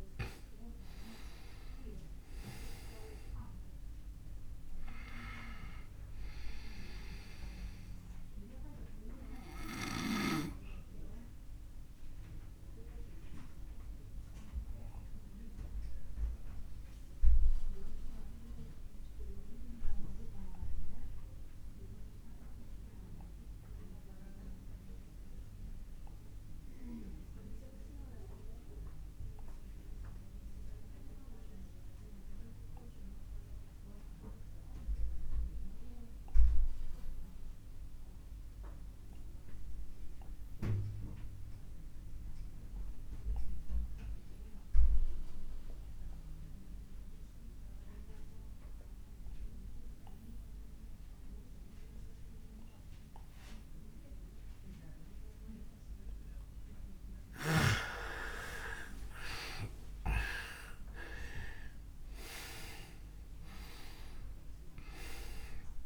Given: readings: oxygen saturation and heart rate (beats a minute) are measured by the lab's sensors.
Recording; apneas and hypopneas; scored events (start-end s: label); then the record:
breathing in sleep by a room microphone; 1
0.00-24.00 s: oxygen desaturation (device-marked, oxygen 84% lowest)
8.50-56.00 s: obstructive apnea (oxygen 98% before, 80% lowest)
44.00-65.86 s: oxygen desaturation (device-marked, oxygen 99% before, 80% lowest)
59.00-63.00 s: arousal
From the record:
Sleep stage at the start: N2 (light sleep); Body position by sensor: on the back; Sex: male